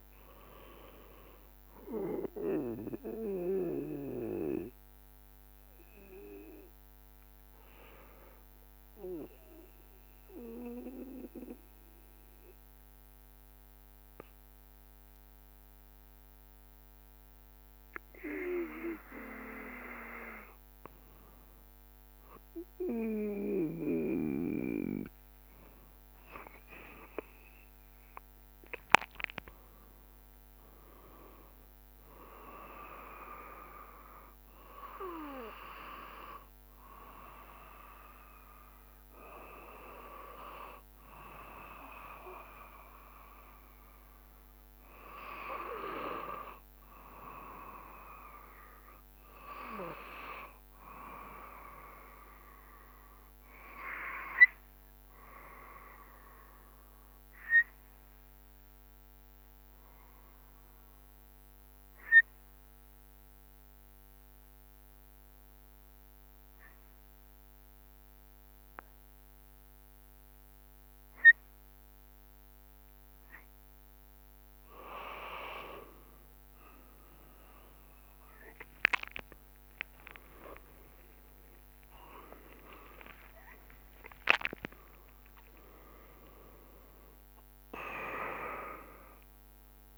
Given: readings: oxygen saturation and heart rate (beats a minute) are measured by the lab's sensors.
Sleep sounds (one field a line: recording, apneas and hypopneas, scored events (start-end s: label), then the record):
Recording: breathing in sleep by a microphone on the trachea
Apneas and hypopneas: 2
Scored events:
0.00-8.00 s: drop in pulse transit time (device-marked, heart rate 71 extreme)
0.00-16.00 s: oxygen desaturation (device-marked, oxygen 91% lowest, heart rate 67 extreme)
9.00-22.50 s: hypopnea (oxygen 96% before, 91% lowest, heart rate 74 before, 67 extreme, up 3 after)
24.00-29.00 s: arousal
55.50-74.00 s: obstructive apnea (oxygen 96% before, 90% lowest, heart rate 69 before, 65 extreme, up 13 after)
76.00-89.98 s: oxygen desaturation (device-marked, oxygen 95% before, 90% lowest, heart rate 67 before, 66 extreme)
78.50-83.50 s: arousal
79.00-89.98 s: drop in pulse transit time (device-marked, heart rate 68 before, 75 extreme)
From the record:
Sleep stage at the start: N2 (light sleep)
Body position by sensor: on the back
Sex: male